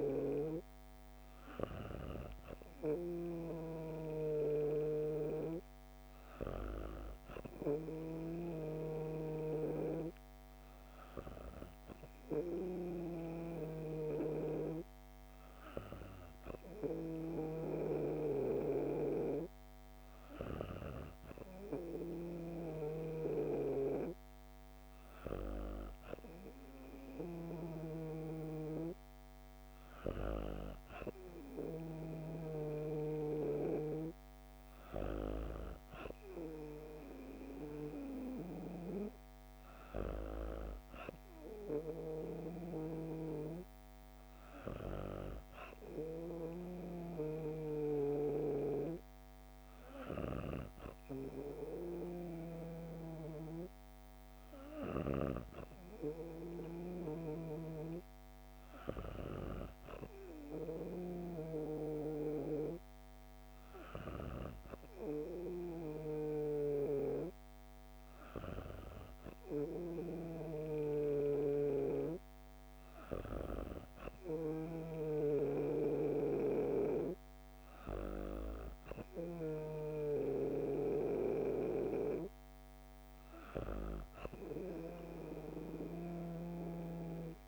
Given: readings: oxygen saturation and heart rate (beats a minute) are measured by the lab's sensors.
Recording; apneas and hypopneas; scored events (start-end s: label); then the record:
breathing in sleep by a microphone on the trachea; none
8.00-17.50 s: snoring (device-marked)
27.50-32.00 s: snoring (device-marked)
54.50-61.00 s: snoring (device-marked)
84.50-87.48 s: new sleep stage, awake
From the record:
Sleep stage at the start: N2 (light sleep); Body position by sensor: on the back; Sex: female